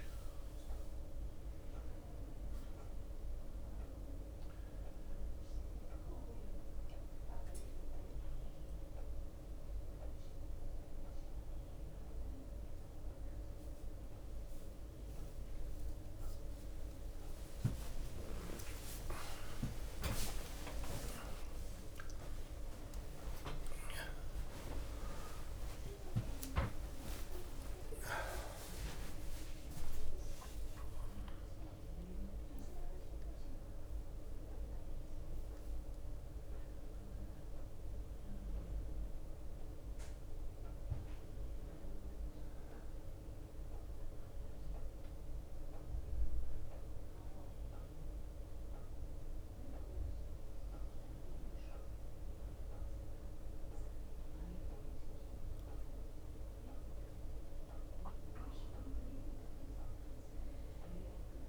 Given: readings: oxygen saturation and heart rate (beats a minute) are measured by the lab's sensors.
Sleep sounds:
a person awake in a sleep study, by a room microphone; 1
0.00-4.00 s: drop in pulse transit time (device-marked, heart rate 90 extreme)
10.00-29.00 s: oxygen desaturation (device-marked, oxygen 90% before, 84% lowest)
13.00-32.00 s: tachycardia (device-marked, heart rate 65 before, 150 extreme)
15.50-17.50 s: long interval between heartbeats (device-marked, heart rate 110 before, 98 extreme)
18.50-20.50 s: long interval between heartbeats (device-marked, heart rate 100 before, 129 extreme)
20.50-22.50 s: long interval between heartbeats (device-marked, heart rate 95 before, 148 extreme)
26.00-28.00 s: long interval between heartbeats (device-marked, heart rate 106 before, 126 extreme)
28.00-30.00 s: long interval between heartbeats (device-marked, heart rate 111 before, 119 extreme)
31.00-33.00 s: long interval between heartbeats (device-marked, heart rate 119 before, 139 extreme)
31.00-41.00 s: drop in pulse transit time (device-marked)
32.00-48.00 s: bradycardia (device-marked)
43.00-56.00 s: hypopnea (oxygen 92% before, 91% lowest, heart rate 91 before, 41 extreme, up 25 after)
43.00-61.49 s: new sleep stage, N1 (lightest sleep)
57.00-61.00 s: arousal
From the record:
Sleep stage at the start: awake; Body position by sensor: on the right side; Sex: male

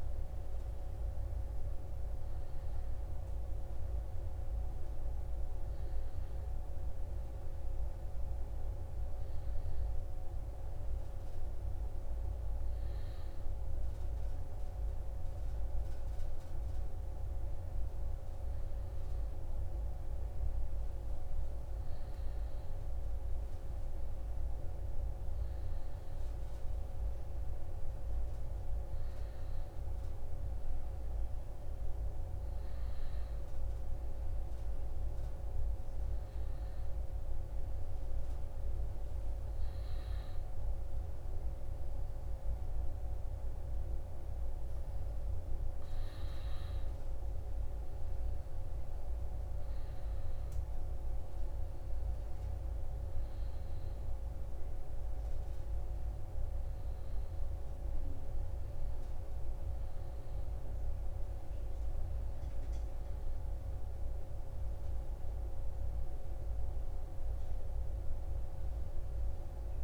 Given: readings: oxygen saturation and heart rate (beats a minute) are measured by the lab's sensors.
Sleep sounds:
a person awake in a sleep study, hard to hear, by a room microphone; none
none scored
From the record:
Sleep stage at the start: awake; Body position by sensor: on the right side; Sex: male

